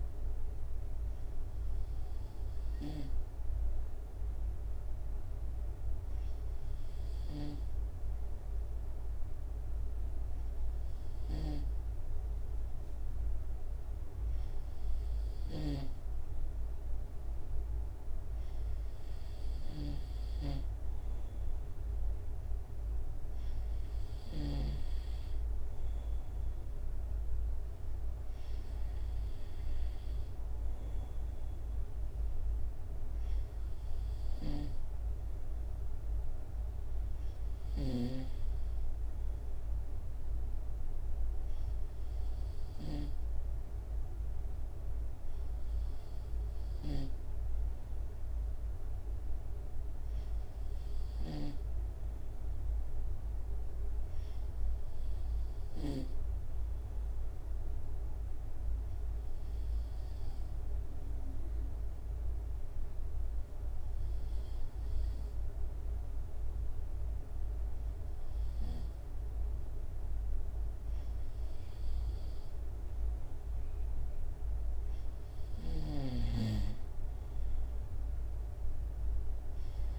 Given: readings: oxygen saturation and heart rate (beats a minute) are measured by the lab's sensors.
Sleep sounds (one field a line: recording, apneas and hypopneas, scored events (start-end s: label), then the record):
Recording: breathing in sleep by a room microphone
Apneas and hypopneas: 1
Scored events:
57.50-68.50 s: hypopnea (oxygen 95% before, 93% lowest, heart rate 71 before, 67 extreme, up 1 after)
71.00-74.50 s: arousal
From the record:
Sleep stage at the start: N2 (light sleep)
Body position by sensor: on the right side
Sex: male